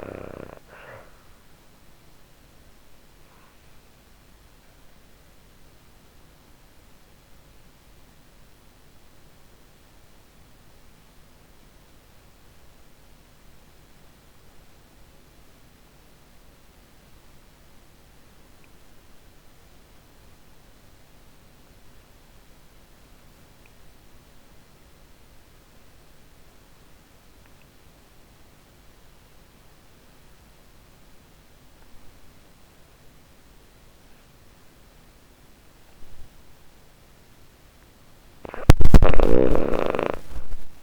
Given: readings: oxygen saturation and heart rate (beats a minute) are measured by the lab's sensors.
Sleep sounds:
breathing in sleep by a microphone on the trachea; 1
0.00-15.50 s: oxygen desaturation (device-marked, oxygen 81% lowest, heart rate 40 extreme)
1.00-36.00 s: obstructive apnea (oxygen 99% before, 80% lowest, heart rate 53 before, 40 extreme, up 22 after)
29.50-38.50 s: oxygen desaturation (device-marked, oxygen 98% before, 91% lowest, heart rate 50 before, 40 extreme)
37.00-40.83 s: snoring (device-marked)
38.00-40.83 s: arousal
From the record:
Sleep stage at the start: N2 (light sleep); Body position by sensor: on the back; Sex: female

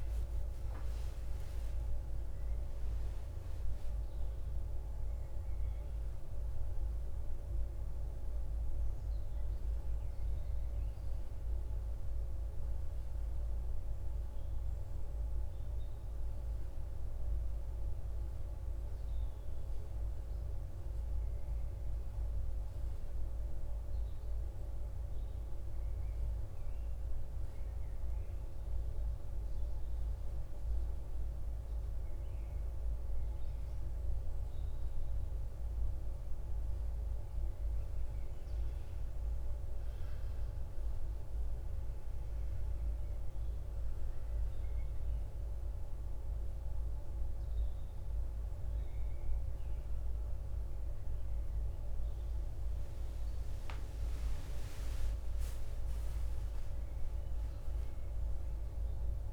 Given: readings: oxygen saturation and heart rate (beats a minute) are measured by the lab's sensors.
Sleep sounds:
breathing in sleep, hard to hear, by a room microphone; 1
5.50-19.50 s: oxygen desaturation (device-marked, oxygen 97% before, 93% lowest, heart rate 63 before, 51 extreme)
21.00-36.00 s: central apnea (oxygen 98% before, 92% lowest, heart rate 62 before, 51 extreme, up 13 after)
38.50-43.00 s: arousal
38.50-59.32 s: oxygen desaturation (device-marked, oxygen 98% before, 92% lowest, heart rate 54 before, 51 extreme)
From the record:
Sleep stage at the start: N2 (light sleep); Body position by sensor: on the back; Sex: male

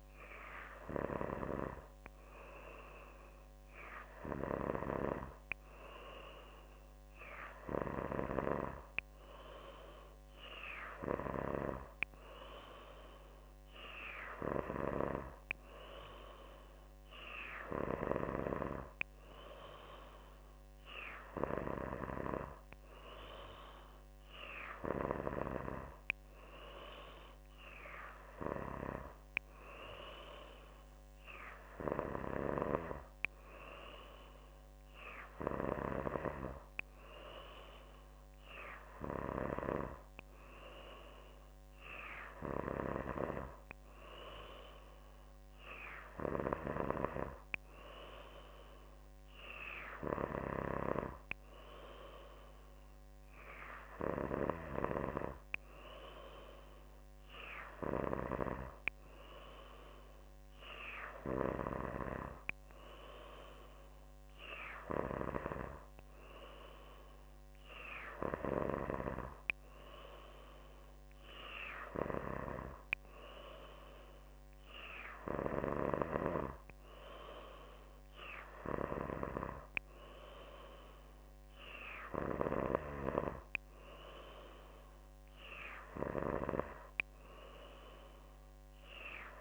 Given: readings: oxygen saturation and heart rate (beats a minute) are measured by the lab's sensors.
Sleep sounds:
breathing in sleep by a microphone on the trachea; none
none scored
From the record:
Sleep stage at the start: N3 (deep sleep); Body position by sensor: on the back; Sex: female

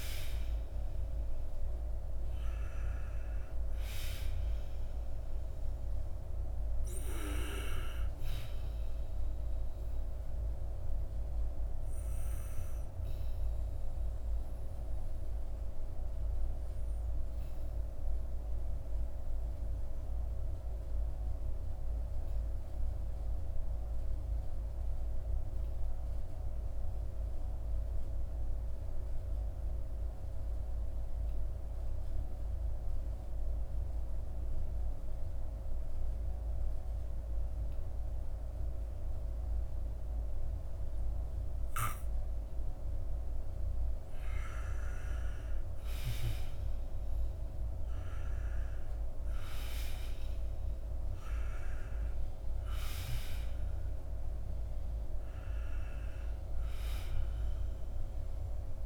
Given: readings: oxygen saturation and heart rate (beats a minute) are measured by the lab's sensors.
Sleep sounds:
breathing in sleep, hard to hear, by a room microphone; 1
10.50-31.50 s: oxygen desaturation (device-marked, oxygen 94% before, 90% lowest, heart rate 58 before, 48 extreme)
11.50-44.50 s: obstructive apnea (oxygen 97% before, 90% lowest, heart rate 58 before, 48 extreme, up 5 after)
48.50-53.50 s: arousal
From the record:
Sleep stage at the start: N2 (light sleep); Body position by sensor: on the back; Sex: male

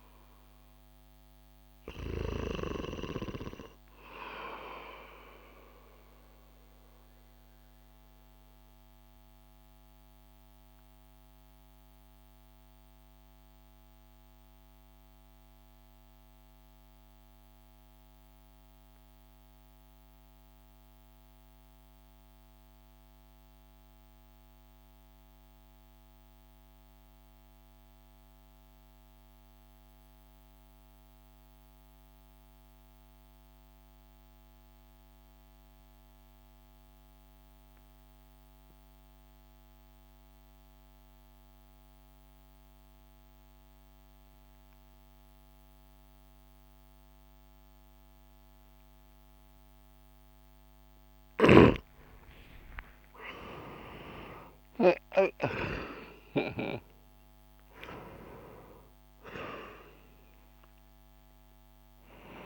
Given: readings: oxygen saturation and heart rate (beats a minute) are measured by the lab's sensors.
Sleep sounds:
breathing in sleep by a microphone on the trachea; 1
0.00-11.00 s: oxygen desaturation (device-marked, oxygen 88% lowest)
5.50-50.00 s: mixed apnea (oxygen 92% before, 88% lowest)
39.00-62.46 s: oxygen desaturation (device-marked, oxygen 97% before, 91% lowest)
52.00-56.50 s: arousal
From the record:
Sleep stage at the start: N2 (light sleep); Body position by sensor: on the back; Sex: male

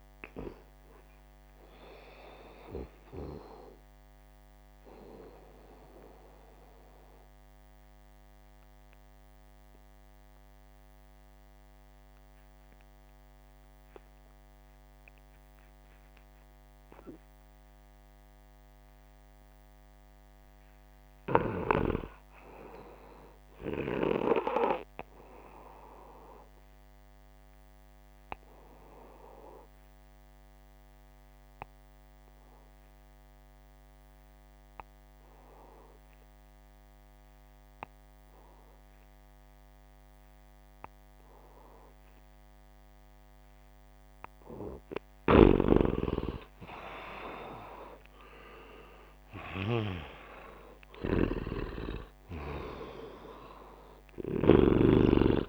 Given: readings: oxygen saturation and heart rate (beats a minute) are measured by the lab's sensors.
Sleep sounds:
breathing in sleep by a microphone on the trachea; 2
0.00-13.00 s: oxygen desaturation (device-marked, oxygen 86% lowest, heart rate 64 extreme)
3.00-19.00 s: obstructive apnea (oxygen 96% before, 85% lowest, heart rate 71 before, 64 extreme, up 3 after)
21.00-24.00 s: arousal
25.00-55.49 s: oxygen desaturation (device-marked, oxygen 98% before, 85% lowest, heart rate 70 before, 64 extreme)
29.00-42.50 s: obstructive apnea (oxygen 98% before, 85% lowest, heart rate 70 before, 65 extreme, up 9 after)
45.00-49.50 s: arousal
From the record:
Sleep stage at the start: N2 (light sleep); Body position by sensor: upright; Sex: male

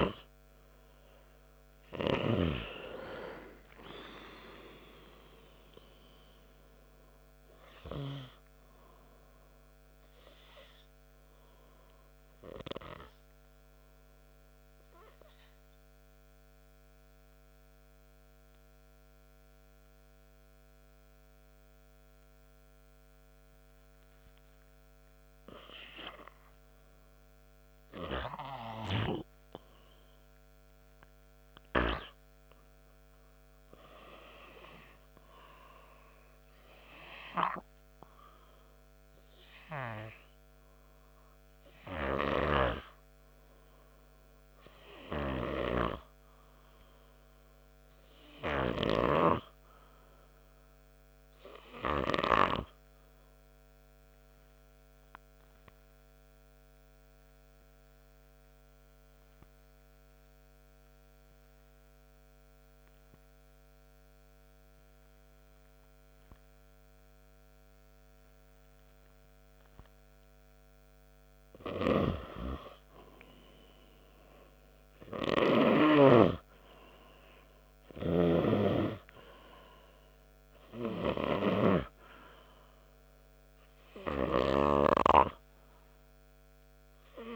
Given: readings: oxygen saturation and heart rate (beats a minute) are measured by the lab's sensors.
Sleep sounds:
breathing in sleep by a microphone on the trachea; 2
6.00-10.00 s: arousal
17.00-28.00 s: obstructive apnea (oxygen 97% before, 95% lowest, heart rate 70 before, 71 extreme, up 6 after)
33.00-37.50 s: arousal
57.00-72.00 s: obstructive apnea (oxygen 99% before, 92% lowest, heart rate 72 before, 60 extreme, up 8 after)
75.50-78.50 s: arousal
From the record:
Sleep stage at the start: N2 (light sleep); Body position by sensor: on the back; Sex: male

